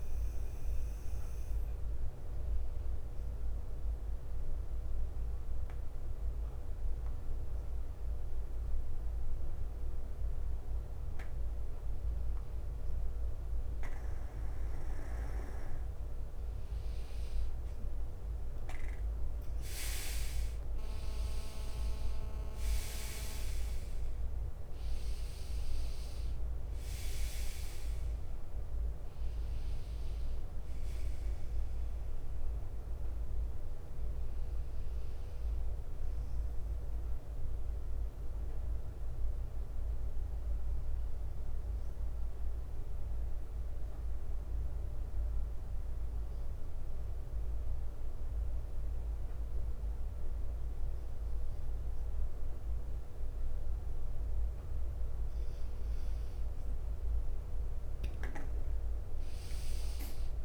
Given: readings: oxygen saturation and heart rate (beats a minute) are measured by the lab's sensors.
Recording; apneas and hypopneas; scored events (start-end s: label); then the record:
breathing in sleep, hard to hear, by a room microphone; 2
0.00-13.00 s: bradycardia (device-marked, heart rate 55 extreme)
0.50-14.50 s: obstructive apnea (oxygen 97% before, 93% lowest, heart rate 61 before, 54 extreme, up 11 after)
9.00-15.00 s: drop in pulse transit time (device-marked, heart rate 60 before, 56 extreme)
16.50-19.00 s: arousal
30.00-58.00 s: bradycardia (device-marked, heart rate 60 before, 53 extreme)
40.00-53.50 s: obstructive apnea (oxygen 98% before, 92% lowest, heart rate 61 before, 54 extreme, up 6 after)
53.00-60.45 s: new sleep stage, awake
59.00-60.45 s: oxygen desaturation (device-marked, oxygen 98% before, 92% lowest, heart rate 54 before, 58 extreme)
From the record:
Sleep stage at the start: N2 (light sleep); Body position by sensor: on the right side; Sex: male